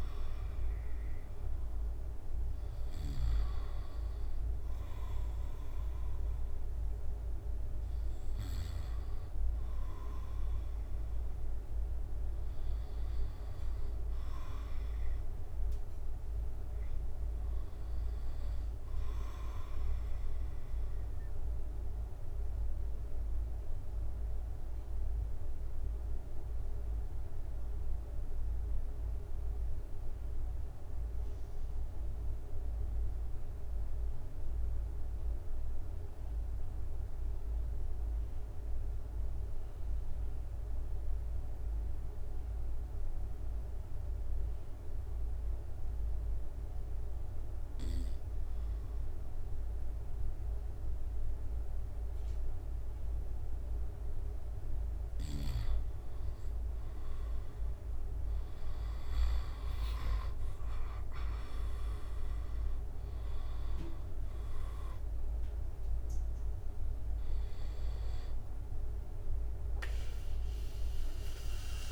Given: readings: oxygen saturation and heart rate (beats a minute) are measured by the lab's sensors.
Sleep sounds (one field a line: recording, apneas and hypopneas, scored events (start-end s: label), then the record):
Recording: breathing in sleep, hard to hear, by a room microphone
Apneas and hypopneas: 1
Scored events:
21.00-53.00 s: obstructive apnea (oxygen 95% before, 90% lowest, heart rate 73 before, 65 extreme, up 8 after)
53.50-71.92 s: oxygen desaturation (device-marked, oxygen 93% before, 90% lowest, heart rate 68 before, 67 extreme)
56.00-59.50 s: arousal
60.50-71.92 s: drop in pulse transit time (device-marked, heart rate 69 before, 71 extreme)
From the record:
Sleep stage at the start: N2 (light sleep)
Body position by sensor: on the back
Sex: male